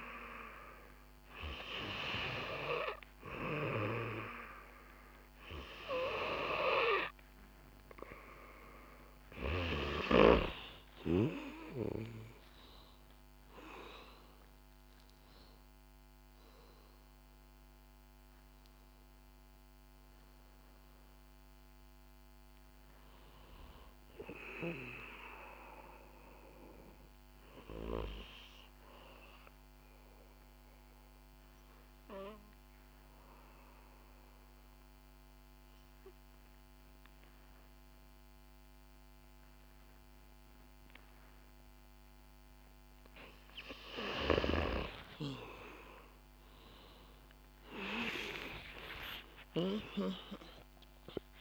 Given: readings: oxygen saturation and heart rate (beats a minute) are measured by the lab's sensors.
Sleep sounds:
breathing in sleep by a microphone on the trachea; 1
8.00-34.00 s: oxygen desaturation (device-marked, oxygen 95% before, 90% lowest, heart rate 64 before, 67 extreme)
11.00-15.50 s: arousal
30.50-43.50 s: obstructive apnea (oxygen 94% before, 91% lowest, heart rate 70 before, 70 extreme, up 16 after)
45.00-50.00 s: arousal
48.50-50.50 s: long interval between heartbeats (device-marked, heart rate 70 before, 84 extreme)
From the record:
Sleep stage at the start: N2 (light sleep); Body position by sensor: on the back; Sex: female

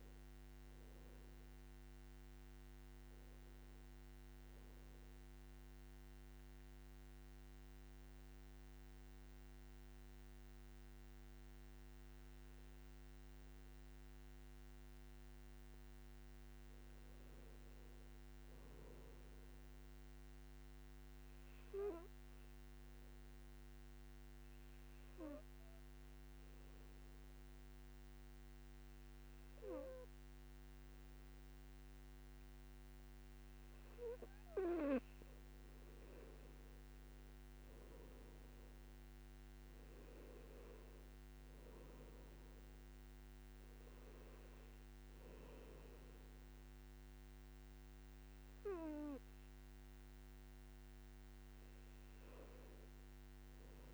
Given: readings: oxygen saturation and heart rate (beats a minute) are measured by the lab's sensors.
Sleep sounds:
breathing in sleep by a microphone on the trachea; 2
0.00-9.50 s: oxygen desaturation (device-marked, oxygen 91% lowest, heart rate 52 extreme)
4.00-14.50 s: obstructive apnea (oxygen 97% before, 91% lowest, heart rate 63 before, 52 extreme, up 6 after)
16.50-19.50 s: arousal
22.50-34.50 s: obstructive apnea (oxygen 99% before, 92% lowest, heart rate 56 before, 53 extreme, up 14 after)
36.50-40.50 s: arousal
42.50-53.94 s: oxygen desaturation (device-marked, oxygen 96% before, 92% lowest, heart rate 57 before, 54 extreme)
From the record:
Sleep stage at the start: N2 (light sleep); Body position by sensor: on the back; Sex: male

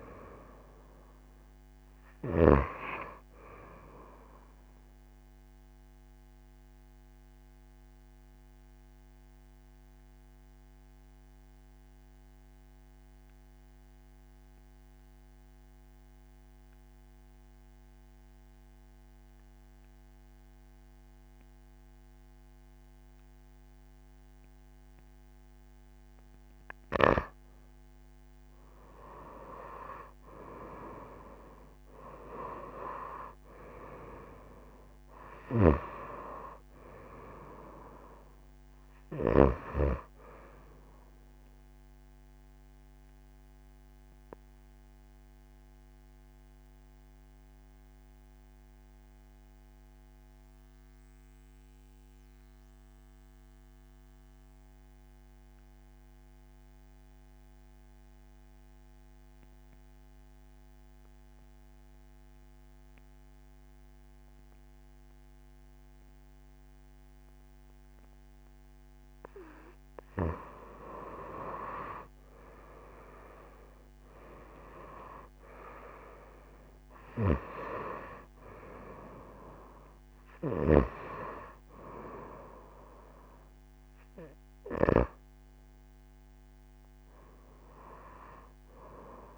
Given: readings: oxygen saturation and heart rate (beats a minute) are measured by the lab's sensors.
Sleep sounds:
breathing in sleep by a microphone on the trachea; 2
0.00-16.50 s: oxygen desaturation (device-marked, oxygen 89% lowest)
5.00-26.00 s: obstructive apnea (oxygen 98% before, 88% lowest)
29.00-33.50 s: arousal
31.50-55.50 s: oxygen desaturation (device-marked, oxygen 97% before, 90% lowest)
35.50-39.50 s: snoring (device-marked)
43.00-68.00 s: obstructive apnea (oxygen 97% before, 87% lowest)
68.50-89.38 s: oxygen desaturation (device-marked, oxygen 97% before, 87% lowest)
72.00-76.00 s: arousal
From the record:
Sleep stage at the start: N2 (light sleep); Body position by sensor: on the back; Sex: female

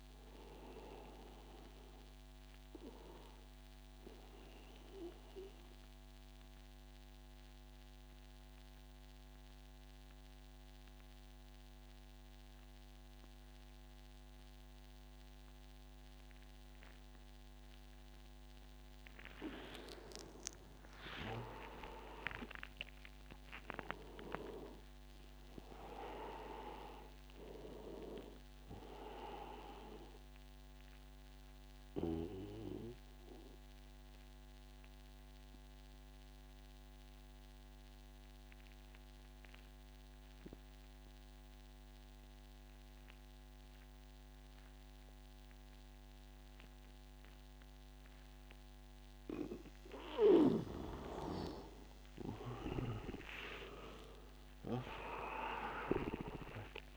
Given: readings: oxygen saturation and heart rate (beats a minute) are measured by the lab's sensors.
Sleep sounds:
breathing in sleep by a microphone on the trachea; 2
0.00-12.00 s: oxygen desaturation (device-marked, oxygen 89% lowest, heart rate 82 extreme)
4.00-19.00 s: obstructive apnea (oxygen 97% before, 87% lowest, heart rate 87 before, 82 extreme, up 11 after)
20.50-24.00 s: arousal
25.00-43.00 s: oxygen desaturation (device-marked, oxygen 98% before, 90% lowest, heart rate 84 before, 81 extreme)
31.50-50.50 s: obstructive apnea (oxygen 99% before, 87% lowest, heart rate 87 before, 81 extreme, up 10 after)
52.00-56.50 s: arousal
54.00-56.97 s: oxygen desaturation (device-marked, oxygen 98% before, 87% lowest, heart rate 84 before, 79 extreme)
From the record:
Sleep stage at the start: N2 (light sleep); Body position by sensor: on the right side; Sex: male

